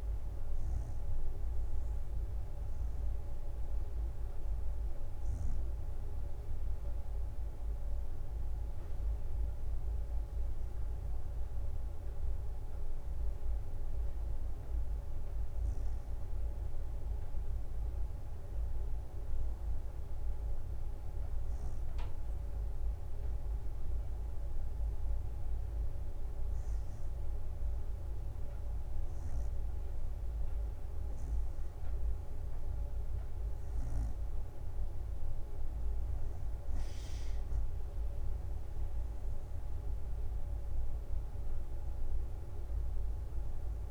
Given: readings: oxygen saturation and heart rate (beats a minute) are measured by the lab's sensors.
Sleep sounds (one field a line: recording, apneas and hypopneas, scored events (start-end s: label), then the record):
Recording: breathing in sleep, hard to hear, by a room microphone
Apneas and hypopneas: none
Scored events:
37.50-40.50 s: arousal
From the record:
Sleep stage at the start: N2 (light sleep)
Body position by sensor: on the right side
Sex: female